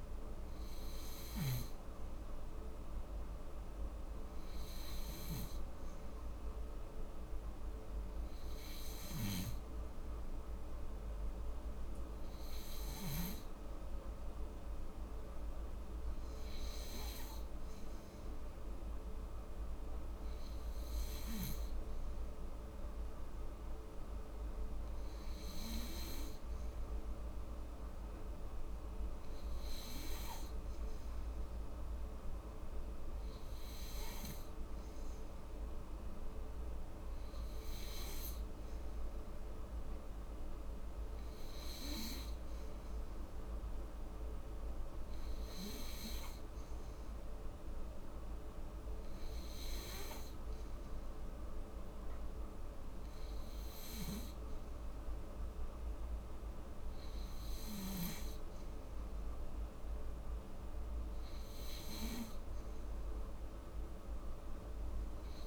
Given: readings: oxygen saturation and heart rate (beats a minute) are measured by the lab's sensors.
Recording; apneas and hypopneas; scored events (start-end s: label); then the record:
breathing in sleep, hard to hear, by a room microphone; none
53.50-65.47 s: new sleep stage, N3 (deep sleep)
From the record:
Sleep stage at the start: N2 (light sleep); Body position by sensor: on the back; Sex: female